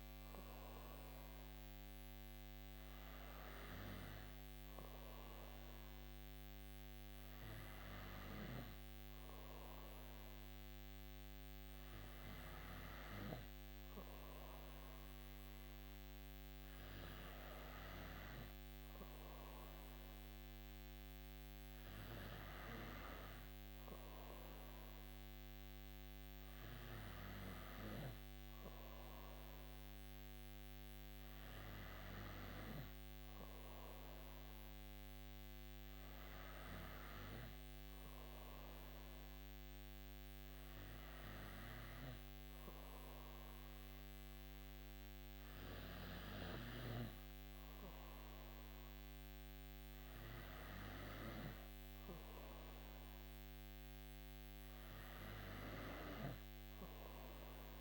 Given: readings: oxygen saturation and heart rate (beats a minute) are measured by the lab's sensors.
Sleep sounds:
breathing in sleep by a microphone on the trachea; none
none scored
From the record:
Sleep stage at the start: N3 (deep sleep); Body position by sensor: on the right side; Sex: female

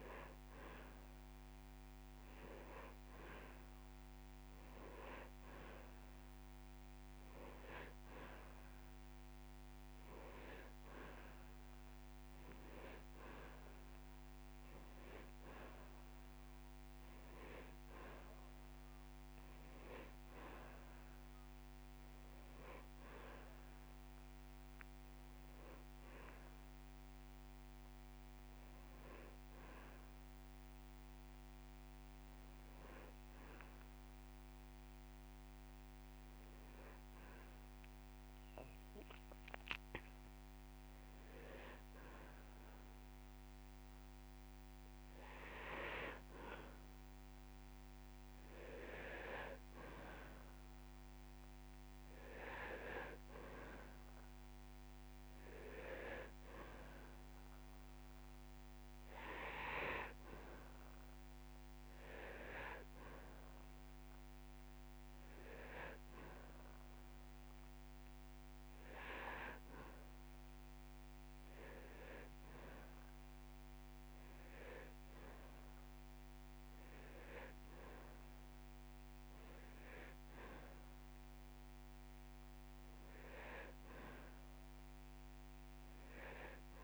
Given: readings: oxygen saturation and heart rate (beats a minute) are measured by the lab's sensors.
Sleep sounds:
breathing in sleep by a microphone on the trachea; none
10.00-12.00 s: long interval between heartbeats (device-marked)
31.50-33.50 s: long interval between heartbeats (device-marked)
48.00-50.00 s: long interval between heartbeats (device-marked)
From the record:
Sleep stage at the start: N2 (light sleep); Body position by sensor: on the back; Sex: male

